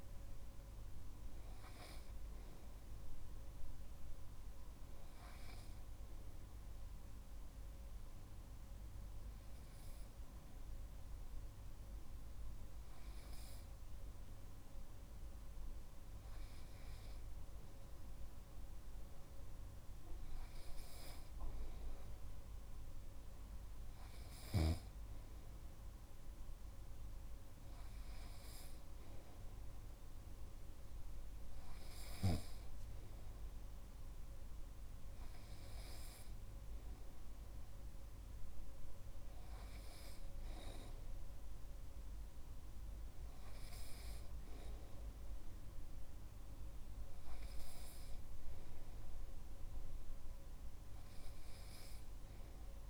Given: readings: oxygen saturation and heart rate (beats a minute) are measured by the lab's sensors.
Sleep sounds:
breathing in sleep, hard to hear, by a room microphone; 1
5.00-16.50 s: hypopnea (oxygen 97% before, 96% lowest)
17.50-22.50 s: arousal
From the record:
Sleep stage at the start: N2 (light sleep); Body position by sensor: on the right side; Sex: male

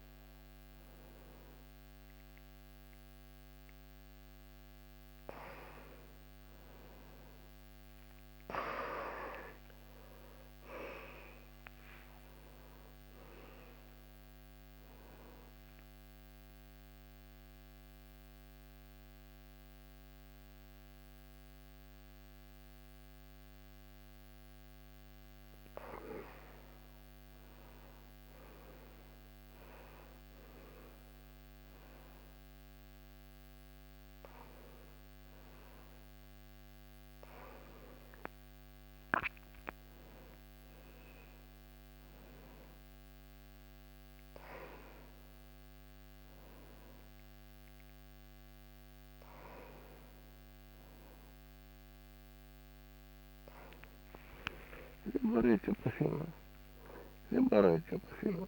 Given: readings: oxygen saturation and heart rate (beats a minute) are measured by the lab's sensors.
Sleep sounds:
a person partly awake in a sleep study, by a microphone on the trachea; 1
14.50-25.00 s: central apnea (oxygen 99% before, 97% lowest, heart rate 84 before, 77 extreme, up 7 after)
43.50-58.48 s: new sleep stage, awake
From the record:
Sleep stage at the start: N2 (light sleep); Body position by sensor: on the back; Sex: male

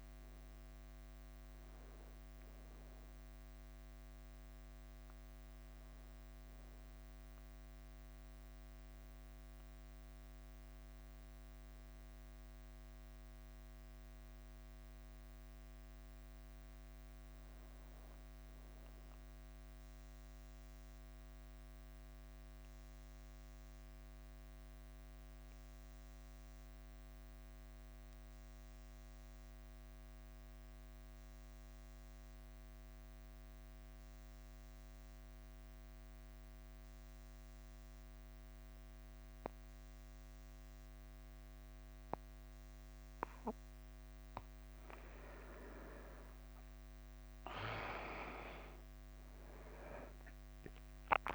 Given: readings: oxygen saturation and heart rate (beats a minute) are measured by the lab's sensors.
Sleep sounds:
breathing in sleep by a microphone on the trachea; 1
0.00-13.00 s: oxygen desaturation (device-marked, oxygen 92% lowest, heart rate 49 extreme)
0.00-51.35 s: bradycardia (device-marked, heart rate 50 extreme)
16.00-19.50 s: arousal
22.00-43.00 s: mixed apnea (oxygen 97% before, 91% lowest, heart rate 53 before, 50 extreme, up 3 after)
26.00-51.35 s: new sleep stage, N2 (light sleep)
44.50-47.50 s: arousal
46.00-51.35 s: oxygen desaturation (device-marked, oxygen 100% before, 92% lowest, heart rate 51 before, 50 extreme)
From the record:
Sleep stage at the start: N1 (lightest sleep); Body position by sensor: on the back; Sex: male

